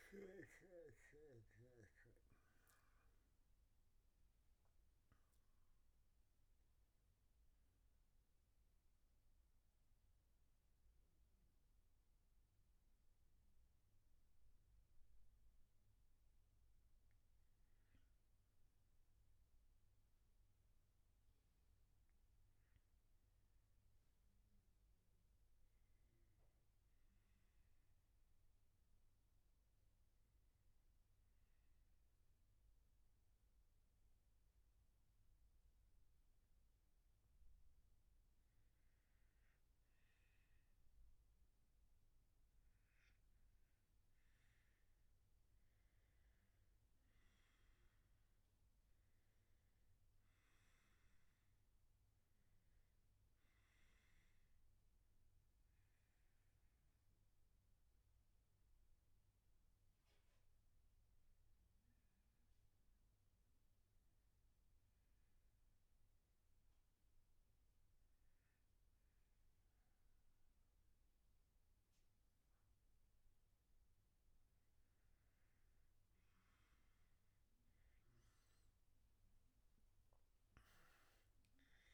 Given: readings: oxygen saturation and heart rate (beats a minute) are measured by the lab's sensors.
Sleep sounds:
breathing in sleep, hard to hear, by a room microphone; 2
27.00-39.50 s: obstructive apnea (oxygen 94% before, 91% lowest, heart rate 131 before, 110 extreme, up 17 after)
49.50-81.94 s: new sleep stage, N1 (lightest sleep)
51.50-63.50 s: oxygen desaturation (device-marked, oxygen 95% before, 92% lowest, heart rate 120 before, 117 extreme)
55.00-75.00 s: mixed apnea (oxygen 97% before, 91% lowest, heart rate 121 before, 117 extreme, up 35 after)
From the record:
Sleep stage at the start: N3 (deep sleep); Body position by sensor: on the back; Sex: male

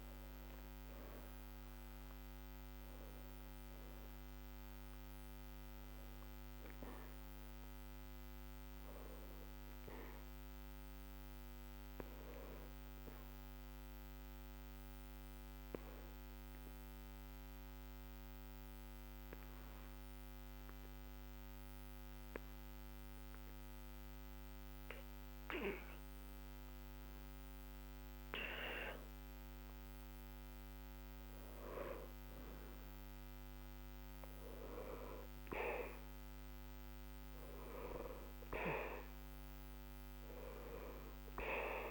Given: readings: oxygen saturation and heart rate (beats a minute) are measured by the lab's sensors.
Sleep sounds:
breathing in sleep by a microphone on the trachea; 1
13.00-30.00 s: mixed apnea (oxygen 90% before, 88% lowest, heart rate 60 before, 60 extreme, up 2 after)
33.50-36.50 s: arousal
From the record:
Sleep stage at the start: N2 (light sleep); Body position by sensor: on the back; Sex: male

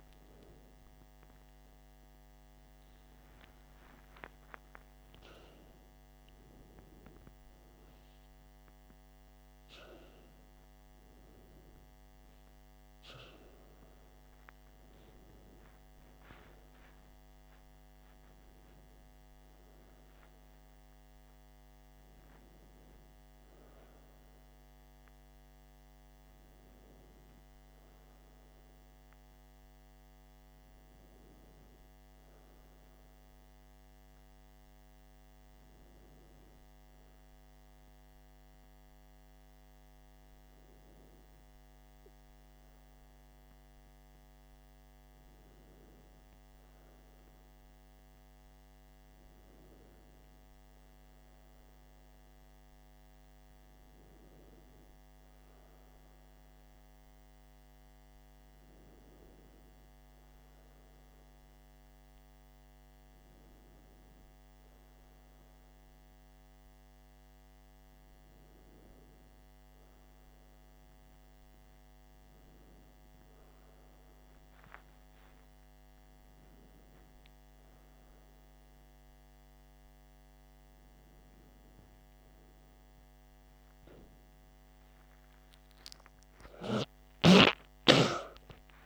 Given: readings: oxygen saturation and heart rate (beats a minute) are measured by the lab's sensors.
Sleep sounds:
a person awake in a sleep study, hard to hear, by a microphone on the trachea; none
none scored
From the record:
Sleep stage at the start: awake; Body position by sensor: on the back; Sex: male

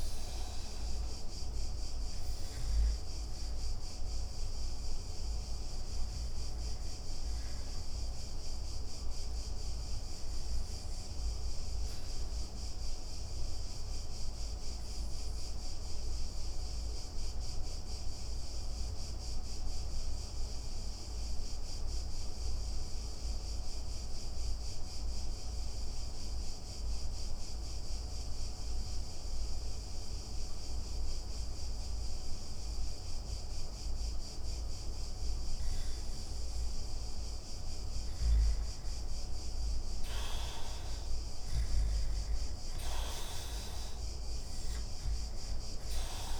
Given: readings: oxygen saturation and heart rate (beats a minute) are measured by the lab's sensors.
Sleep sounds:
breathing in sleep, hard to hear, by a room microphone; 1
0.00-15.00 s: oxygen desaturation (device-marked, oxygen 81% lowest)
8.50-35.00 s: obstructive apnea (oxygen 94% before, 77% lowest)
37.50-40.50 s: arousal
42.00-46.40 s: oxygen desaturation (device-marked, oxygen 95% before, 77% lowest)
From the record:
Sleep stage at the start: REM sleep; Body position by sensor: on the back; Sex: male

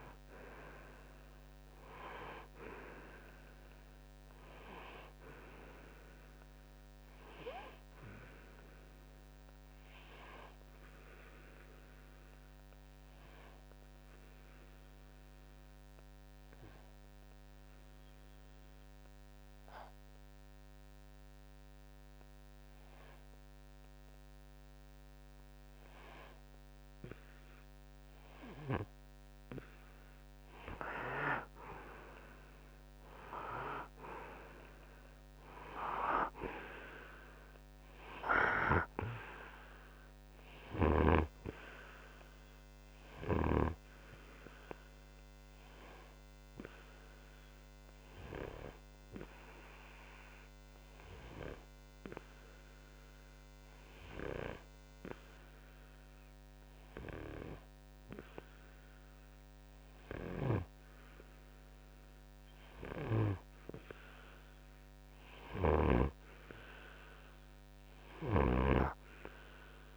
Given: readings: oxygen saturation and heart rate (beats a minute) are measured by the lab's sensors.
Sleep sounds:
breathing in sleep by a microphone on the trachea; 2
0.00-25.50 s: oxygen desaturation (device-marked, oxygen 90% lowest, heart rate 57 extreme)
9.50-29.00 s: obstructive apnea (oxygen 96% before, 90% lowest, heart rate 66 before, 57 extreme, up 9 after)
31.50-35.50 s: arousal
44.50-60.50 s: obstructive apnea (oxygen 96% before, 90% lowest, heart rate 62 before, 60 extreme, up 0 after)
51.50-66.50 s: oxygen desaturation (device-marked, oxygen 95% before, 90% lowest, heart rate 64 before, 60 extreme)
66.00-69.50 s: arousal
From the record:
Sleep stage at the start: N2 (light sleep); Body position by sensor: on the front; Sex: male

